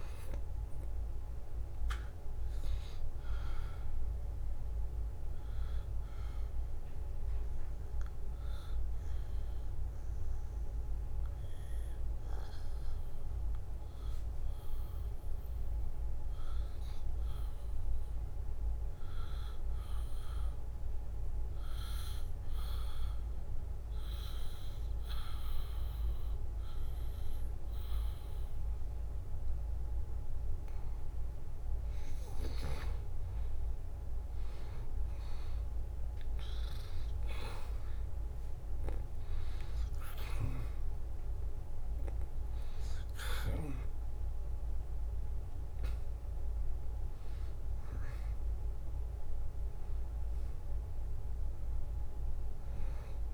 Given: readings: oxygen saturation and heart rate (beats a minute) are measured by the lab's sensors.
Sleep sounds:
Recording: breathing in sleep by a room microphone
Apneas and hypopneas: 1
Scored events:
0.00-9.00 s: drop in pulse transit time (device-marked, heart rate 73 extreme)
0.00-10.00 s: oxygen desaturation (device-marked, oxygen 89% lowest, heart rate 70 extreme)
5.50-31.00 s: obstructive apnea (oxygen 95% before, 89% lowest, heart rate 72 before, 70 extreme, up 0 after)
28.00-53.33 s: oxygen desaturation (device-marked, oxygen 95% before, 89% lowest, heart rate 72 before, 70 extreme)
39.50-44.50 s: arousal
From the record:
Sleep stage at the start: N2 (light sleep)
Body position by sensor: on the back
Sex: male

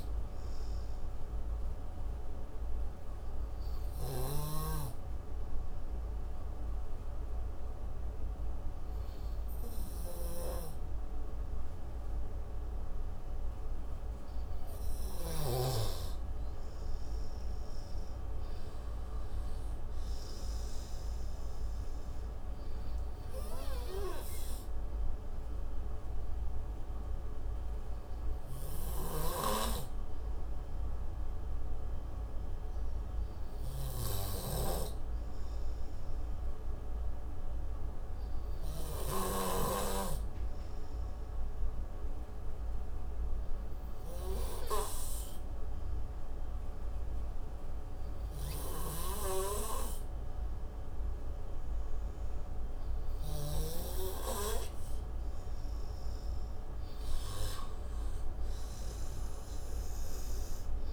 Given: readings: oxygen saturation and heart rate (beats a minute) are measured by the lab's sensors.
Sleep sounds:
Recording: breathing in sleep by a room microphone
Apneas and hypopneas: 2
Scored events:
0.00-13.50 s: oxygen desaturation (device-marked, oxygen 94% lowest)
3.00-15.50 s: obstructive apnea (oxygen 99% before, 93% lowest)
17.00-19.50 s: arousal
29.00-40.00 s: snoring (device-marked)
39.50-53.50 s: obstructive apnea (oxygen 97% before, 93% lowest)
57.50-60.92 s: arousal
From the record:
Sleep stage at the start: N2 (light sleep)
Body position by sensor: on the right side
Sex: male

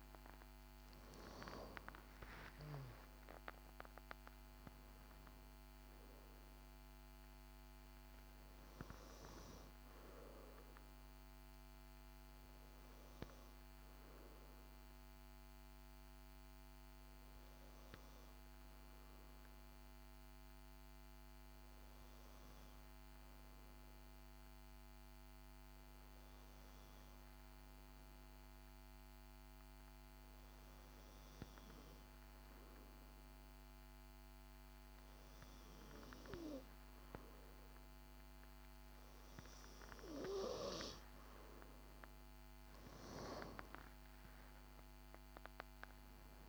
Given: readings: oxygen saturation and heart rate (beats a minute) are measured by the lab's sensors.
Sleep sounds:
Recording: breathing in sleep by a microphone on the trachea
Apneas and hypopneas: 1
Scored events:
2.50-4.50 s: long interval between heartbeats (device-marked, heart rate 64 before, 86 extreme)
2.50-6.50 s: tachycardia (device-marked, heart rate 64 before, 107 extreme)
3.00-7.50 s: arousal
4.50-6.50 s: long interval between heartbeats (device-marked, heart rate 66 before, 100 extreme)
8.00-10.00 s: long interval between heartbeats (device-marked, heart rate 73 before, 104 extreme)
21.00-34.50 s: hypopnea (oxygen 93% before, 91% lowest, heart rate 78 before, 56 extreme, up 6 after)
38.00-41.50 s: arousal
44.50-46.49 s: long interval between heartbeats (device-marked, heart rate 60 before, 72 extreme)
From the record:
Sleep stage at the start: N2 (light sleep)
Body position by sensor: on the back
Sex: female

